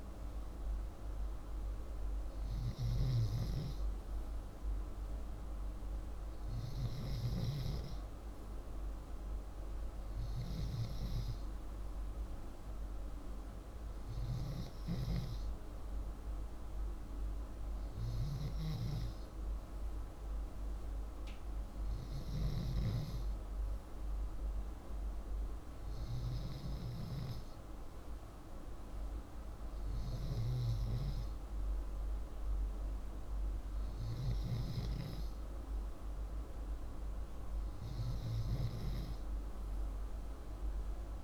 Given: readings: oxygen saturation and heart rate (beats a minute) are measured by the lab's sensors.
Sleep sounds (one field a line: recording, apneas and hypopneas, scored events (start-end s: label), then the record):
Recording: breathing in sleep, hard to hear, by a room microphone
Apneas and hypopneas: none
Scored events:
17.50-22.00 s: snoring (device-marked)
From the record:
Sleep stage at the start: N2 (light sleep)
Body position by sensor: upright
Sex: male